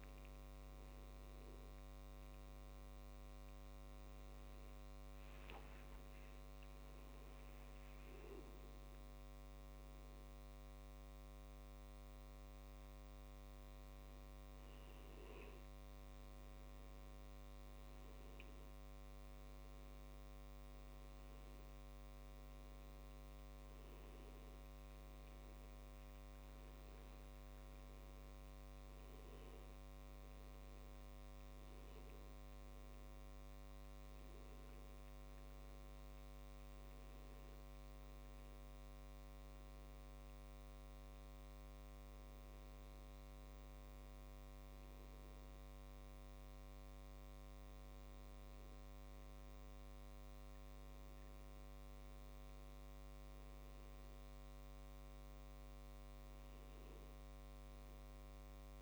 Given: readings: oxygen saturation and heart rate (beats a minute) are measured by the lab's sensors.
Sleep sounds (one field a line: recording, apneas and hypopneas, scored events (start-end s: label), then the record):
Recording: a person awake in a sleep study, hard to hear, by a microphone on the trachea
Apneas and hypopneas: none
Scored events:
none scored
From the record:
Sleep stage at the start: awake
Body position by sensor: on the front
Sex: male